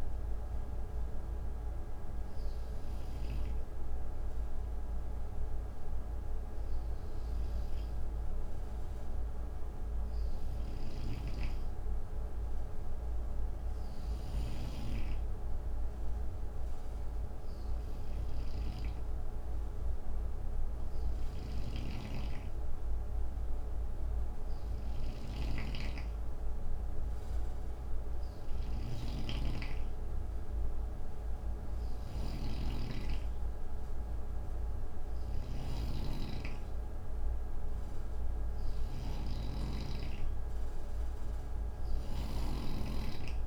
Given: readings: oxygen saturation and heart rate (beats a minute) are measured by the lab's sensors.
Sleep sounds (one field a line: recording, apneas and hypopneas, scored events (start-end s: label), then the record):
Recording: breathing in sleep by a room microphone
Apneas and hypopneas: none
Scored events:
0.00-3.00 s: snoring (device-marked)
10.00-43.46 s: snoring (device-marked)
From the record:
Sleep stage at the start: N2 (light sleep)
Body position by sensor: on the right side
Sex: male